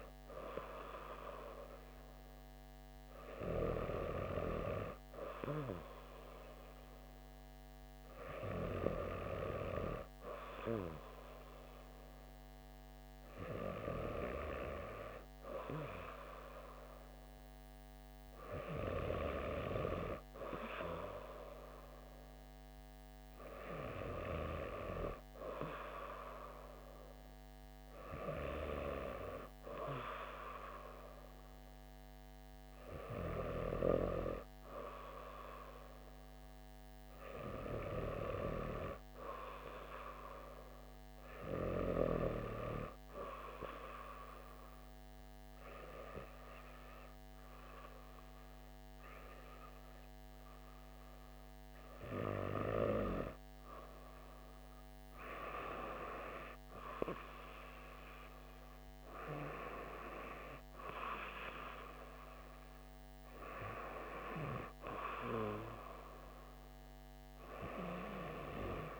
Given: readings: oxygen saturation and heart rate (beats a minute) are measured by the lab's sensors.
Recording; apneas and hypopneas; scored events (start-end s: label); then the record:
breathing in sleep by a microphone on the trachea; none
none scored
From the record:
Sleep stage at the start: N2 (light sleep); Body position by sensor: on the back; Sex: female